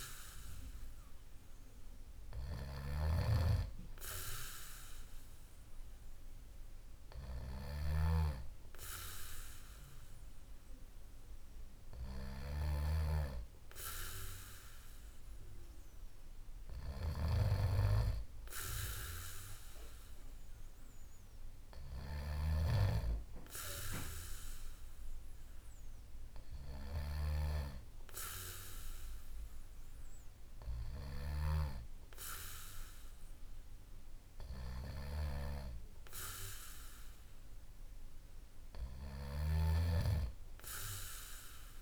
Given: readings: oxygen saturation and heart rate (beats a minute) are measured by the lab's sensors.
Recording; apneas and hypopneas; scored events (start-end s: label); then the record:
breathing in sleep by a room microphone; none
none scored
From the record:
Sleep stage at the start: N2 (light sleep); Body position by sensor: on the back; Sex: male